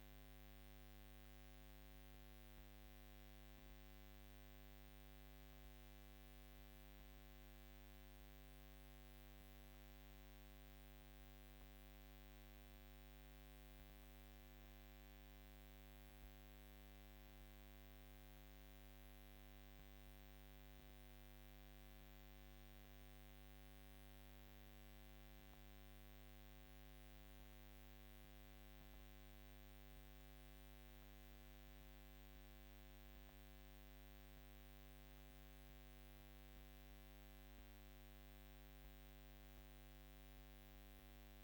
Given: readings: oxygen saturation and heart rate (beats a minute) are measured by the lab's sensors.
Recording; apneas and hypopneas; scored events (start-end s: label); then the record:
breathing in sleep, hard to hear, by a microphone on the trachea; none
40.00-41.44 s: arousal
From the record:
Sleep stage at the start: N2 (light sleep); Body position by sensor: on the back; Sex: female